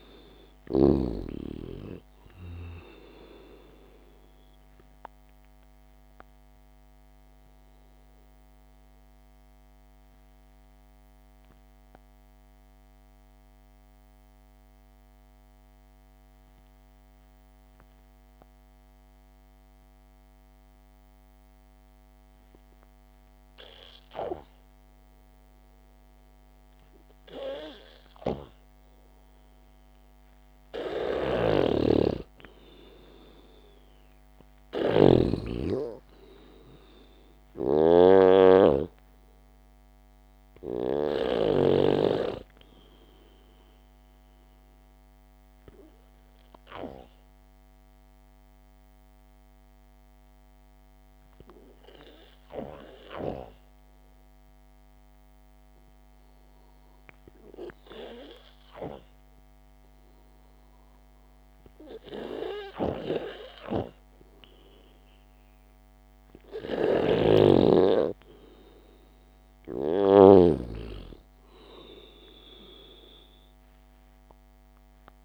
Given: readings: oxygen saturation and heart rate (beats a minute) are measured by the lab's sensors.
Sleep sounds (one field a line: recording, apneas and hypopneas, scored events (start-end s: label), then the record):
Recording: breathing in sleep by a microphone on the trachea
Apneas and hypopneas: 2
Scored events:
0.00-1.50 s: snoring (device-marked)
6.00-30.00 s: obstructive apnea (oxygen 97% before, 89% lowest, heart rate 57 before, 52 extreme)
31.50-42.00 s: snoring (device-marked)
32.00-35.50 s: arousal
44.00-64.00 s: oxygen desaturation (device-marked, oxygen 95% before, 89% lowest, heart rate 58 before, 54 extreme)
45.00-58.50 s: obstructive apnea (oxygen 97% before, 89% lowest, heart rate 58 before, 54 extreme, up 12 after)
67.00-71.00 s: snoring (device-marked)
68.50-73.00 s: arousal
From the record:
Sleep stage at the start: N2 (light sleep)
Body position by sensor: on the back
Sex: male